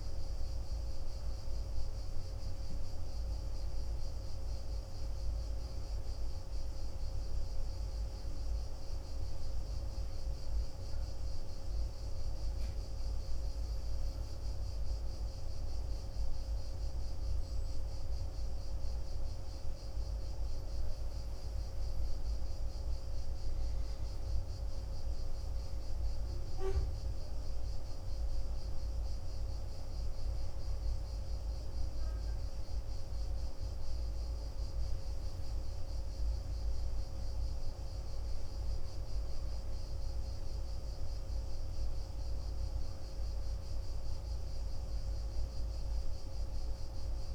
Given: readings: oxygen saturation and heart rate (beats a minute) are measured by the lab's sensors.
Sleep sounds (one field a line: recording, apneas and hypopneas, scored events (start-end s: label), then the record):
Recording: breathing in sleep, hard to hear, by a room microphone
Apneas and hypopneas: none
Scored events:
36.00-41.00 s: arousal
From the record:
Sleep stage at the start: N1 (lightest sleep)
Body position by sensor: on the back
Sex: male